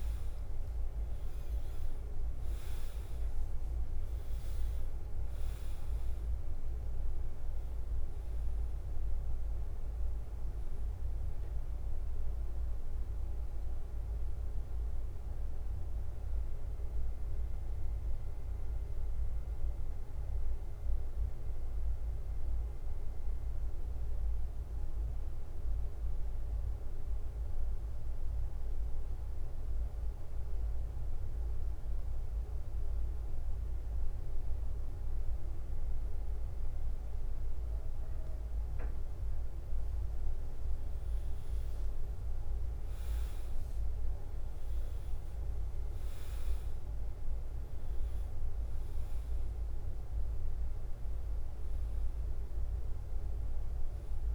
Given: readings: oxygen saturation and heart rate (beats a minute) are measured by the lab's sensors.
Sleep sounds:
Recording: breathing in sleep, hard to hear, by a room microphone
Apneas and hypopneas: 1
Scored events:
0.00-4.00 s: arousal
0.00-54.35 s: bradycardia (device-marked, heart rate 46 extreme)
13.50-40.00 s: mixed apnea (oxygen 99% before, 93% lowest, heart rate 52 before, 48 extreme, up 5 after)
22.00-37.00 s: oxygen desaturation (device-marked, oxygen 96% before, 93% lowest, heart rate 52 before, 48 extreme)
43.00-47.00 s: arousal
From the record:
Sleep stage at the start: N2 (light sleep)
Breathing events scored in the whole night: 259 in 4.3 hours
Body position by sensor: on the back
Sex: male

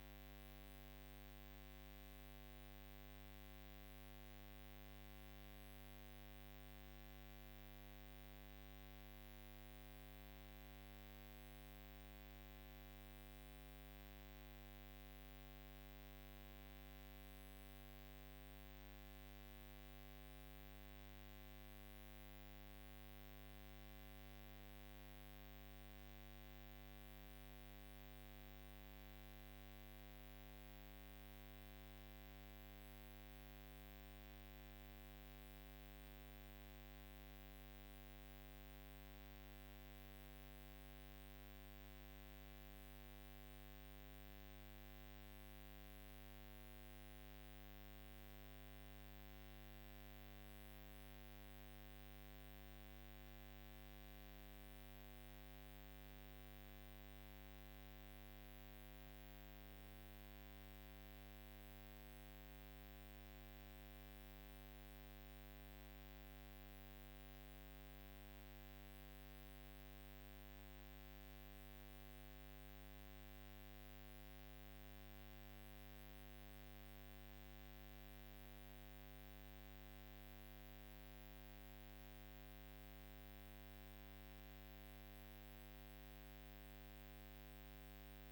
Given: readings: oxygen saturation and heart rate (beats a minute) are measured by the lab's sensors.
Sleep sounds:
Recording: breathing in sleep, hard to hear, by a microphone on the trachea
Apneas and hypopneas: none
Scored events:
none scored
From the record:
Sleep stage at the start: N2 (light sleep)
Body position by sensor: on the right side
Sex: female

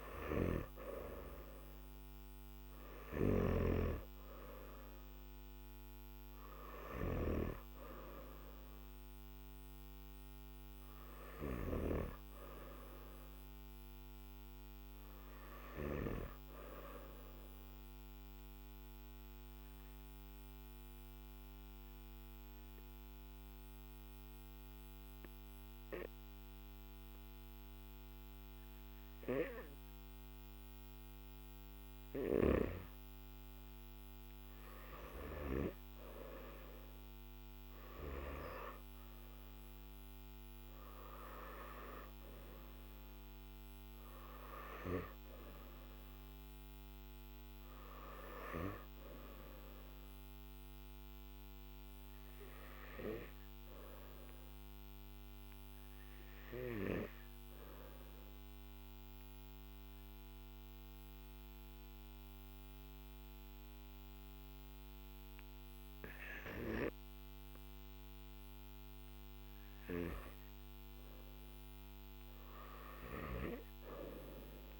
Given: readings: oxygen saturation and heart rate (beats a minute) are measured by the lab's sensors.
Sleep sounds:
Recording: breathing in sleep by a microphone on the trachea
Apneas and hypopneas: 2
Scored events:
0.50-12.50 s: oxygen desaturation (device-marked, oxygen 97% before, 94% lowest, heart rate 51 before, 51 extreme)
17.50-33.50 s: obstructive apnea (oxygen 97% before, 91% lowest, heart rate 56 before, 49 extreme, up 9 after)
41.50-67.50 s: oxygen desaturation (device-marked, oxygen 98% before, 91% lowest, heart rate 55 before, 48 extreme)
54.00-70.50 s: obstructive apnea (oxygen 98% before, 91% lowest, heart rate 55 before, 48 extreme, up 5 after)
From the record:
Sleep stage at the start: N2 (light sleep)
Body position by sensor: on the back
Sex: male

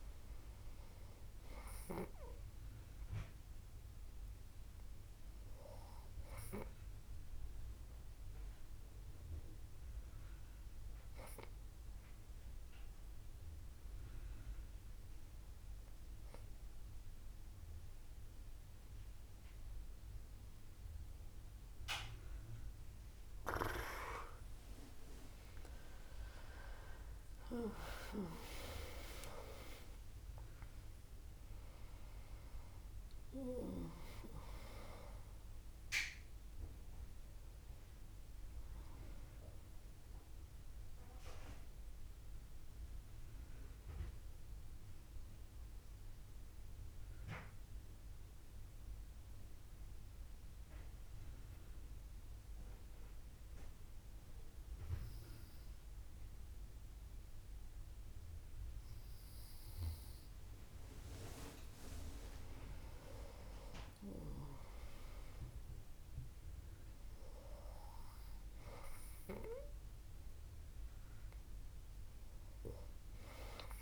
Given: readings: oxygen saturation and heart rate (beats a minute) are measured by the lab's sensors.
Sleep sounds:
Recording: breathing in sleep by a room microphone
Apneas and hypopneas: 2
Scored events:
0.00-1.50 s: arousal
12.00-24.50 s: obstructive apnea (oxygen 99% before, 96% lowest, heart rate 67 before, 62 extreme, up 48 after)
26.00-30.00 s: arousal
42.50-57.50 s: obstructive apnea (oxygen 98% before, 96% lowest, heart rate 81 before, 64 extreme, up 9 after)
58.50-63.50 s: arousal
From the record:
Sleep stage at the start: N2 (light sleep)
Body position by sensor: on the back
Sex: female

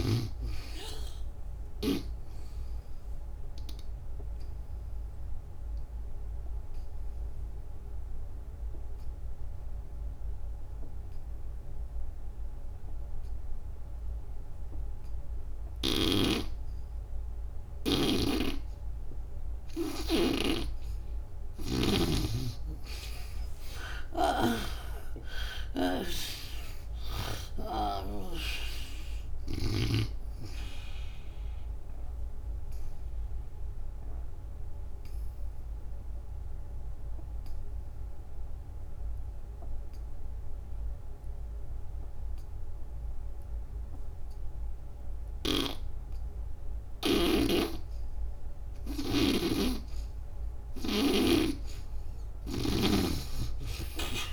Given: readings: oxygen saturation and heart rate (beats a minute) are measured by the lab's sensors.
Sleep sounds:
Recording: breathing in sleep by a room microphone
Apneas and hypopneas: 2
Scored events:
0.00-13.00 s: oxygen desaturation (device-marked, oxygen 76% lowest, heart rate 66 extreme)
2.50-21.00 s: obstructive apnea (oxygen 98% before, 76% lowest, heart rate 120 before, 65 extreme)
15.50-29.50 s: snoring (device-marked)
24.50-27.50 s: arousal
26.00-43.00 s: oxygen desaturation (device-marked, oxygen 96% before, 79% lowest, heart rate 75 before, 62 extreme)
31.50-48.00 s: obstructive apnea (oxygen 96% before, 73% lowest, heart rate 90 before, 62 extreme, up 20 after)
49.00-54.32 s: snoring (device-marked)
51.50-54.32 s: arousal
From the record:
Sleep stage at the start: N2 (light sleep)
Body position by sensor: on the back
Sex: female

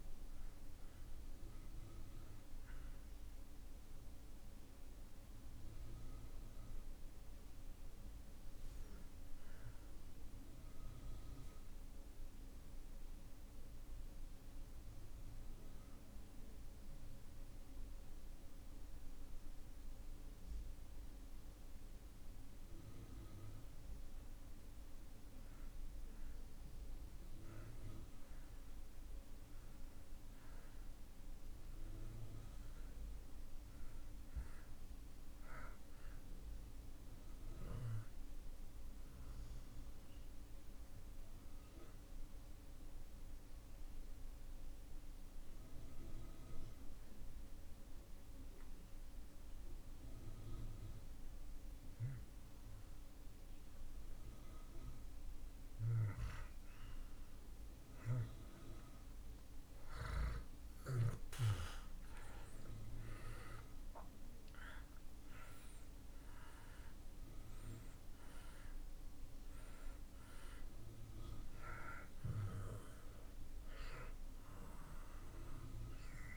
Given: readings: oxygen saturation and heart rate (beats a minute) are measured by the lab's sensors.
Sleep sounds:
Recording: breathing in sleep by a room microphone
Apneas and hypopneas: 2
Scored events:
0.00-25.00 s: oxygen desaturation (device-marked, oxygen 75% lowest)
9.50-20.50 s: mixed apnea (oxygen 95% before, 75% lowest)
31.50-36.00 s: arousal
39.50-53.50 s: mixed apnea (oxygen 99% before, 82% lowest)
41.00-60.00 s: oxygen desaturation (device-marked, oxygen 98% before, 87% lowest)
56.00-59.50 s: arousal
71.00-76.37 s: oxygen desaturation (device-marked, oxygen 94% before, 82% lowest)
From the record:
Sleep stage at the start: N2 (light sleep)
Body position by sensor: on the back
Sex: male

